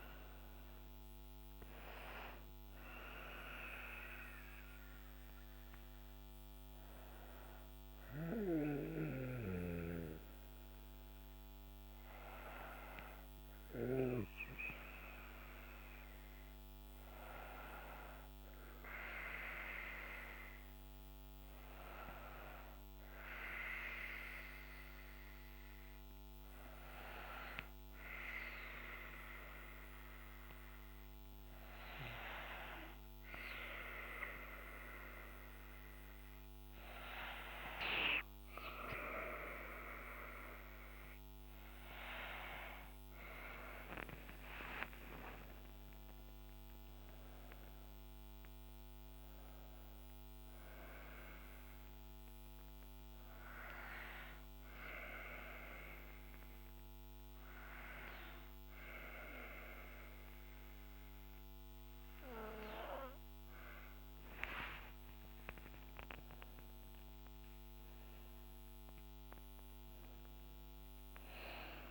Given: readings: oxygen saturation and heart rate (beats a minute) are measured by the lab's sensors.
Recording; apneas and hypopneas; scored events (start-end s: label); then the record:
breathing in sleep by a microphone on the trachea; 2
26.50-39.00 s: hypopnea (oxygen 98% before, 93% lowest, heart rate 64 before, 61 extreme, up 5 after)
42.50-46.50 s: arousal
49.50-63.50 s: obstructive apnea (oxygen 97% before, 91% lowest, heart rate 69 before, 60 extreme, up 10 after)
64.00-68.50 s: arousal
From the record:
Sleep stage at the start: N2 (light sleep); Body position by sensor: on the back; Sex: female